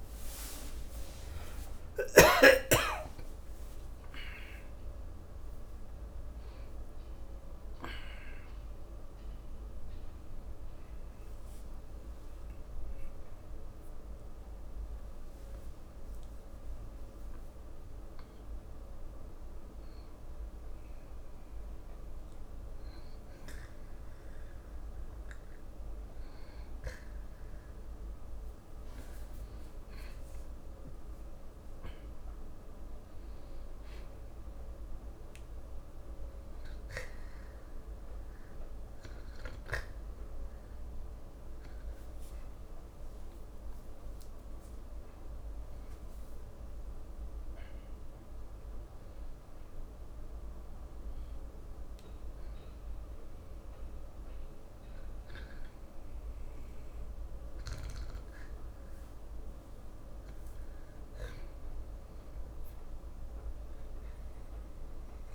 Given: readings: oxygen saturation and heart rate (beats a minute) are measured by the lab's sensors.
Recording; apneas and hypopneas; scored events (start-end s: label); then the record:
breathing in sleep by a room microphone; 1
1.50-6.50 s: arousal
32.50-35.50 s: arousal
36.50-57.50 s: oxygen desaturation (device-marked, oxygen 95% before, 91% lowest, heart rate 81 before, 64 extreme)
38.50-48.50 s: hypopnea (oxygen 95% before, 91% lowest, heart rate 83 before, 64 extreme)
50.00-52.50 s: arousal
From the record:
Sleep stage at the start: N2 (light sleep); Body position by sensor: on the back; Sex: male